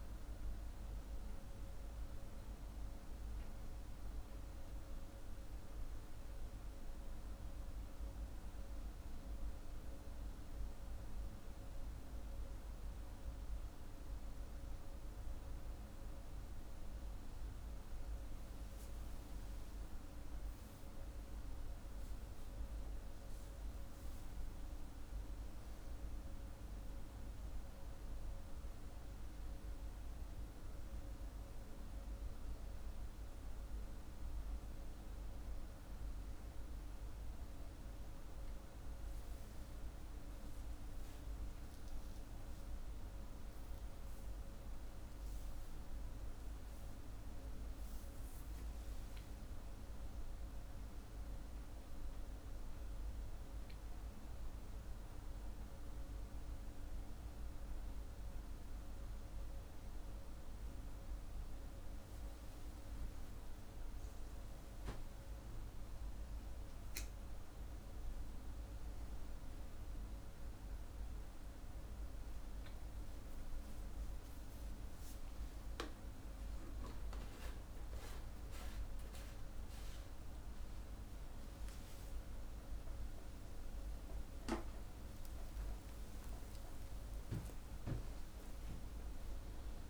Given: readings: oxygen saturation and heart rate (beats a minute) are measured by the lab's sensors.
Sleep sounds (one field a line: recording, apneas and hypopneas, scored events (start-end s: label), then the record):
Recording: a person partly awake in a sleep study, hard to hear, by a room microphone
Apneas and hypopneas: 1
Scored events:
0.50-12.50 s: hypopnea (oxygen 98% before, 96% lowest, heart rate 56 before, 47 extreme, up 30 after)
15.50-20.00 s: arousal
49.00-89.90 s: new sleep stage, awake
From the record:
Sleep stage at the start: N1 (lightest sleep)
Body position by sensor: on the back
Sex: male